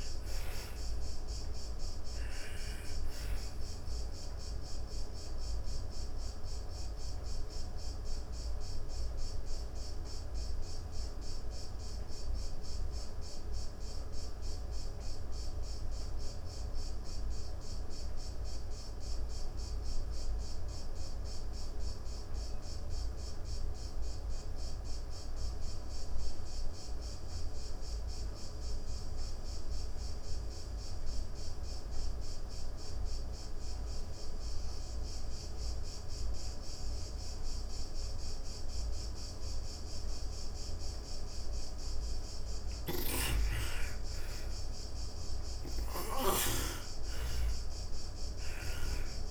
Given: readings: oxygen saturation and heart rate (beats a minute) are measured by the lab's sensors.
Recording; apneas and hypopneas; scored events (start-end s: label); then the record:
breathing in sleep, hard to hear, by a room microphone; 1
0.00-22.00 s: oxygen desaturation (device-marked, oxygen 72% lowest, heart rate 103 extreme)
4.00-40.50 s: obstructive apnea (oxygen 96% before, 72% lowest, heart rate 128 before, 60 extreme, up 20 after)
39.00-49.31 s: oxygen desaturation (device-marked, oxygen 98% before, 78% lowest, heart rate 129 before, 60 extreme)
44.00-47.50 s: arousal
From the record:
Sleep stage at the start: N2 (light sleep); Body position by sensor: on the back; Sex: female